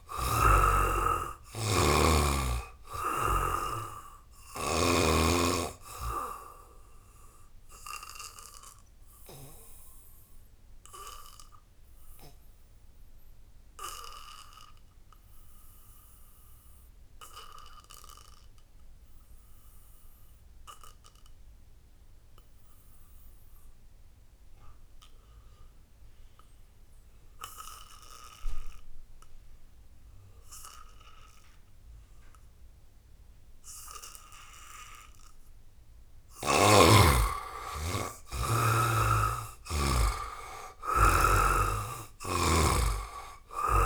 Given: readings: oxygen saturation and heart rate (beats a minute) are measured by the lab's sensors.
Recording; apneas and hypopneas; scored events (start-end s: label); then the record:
breathing in sleep by a room microphone; 1
0.00-16.00 s: oxygen desaturation (device-marked, oxygen 75% lowest, heart rate 60 extreme)
0.50-4.50 s: snoring (device-marked)
5.50-35.00 s: obstructive apnea (oxygen 98% before, 72% lowest, heart rate 73 before, 60 extreme, up 11 after)
26.00-43.86 s: oxygen desaturation (device-marked, oxygen 98% before, 72% lowest, heart rate 78 before, 60 extreme)
36.00-40.50 s: arousal
From the record:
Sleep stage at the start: N2 (light sleep); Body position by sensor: on the back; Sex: male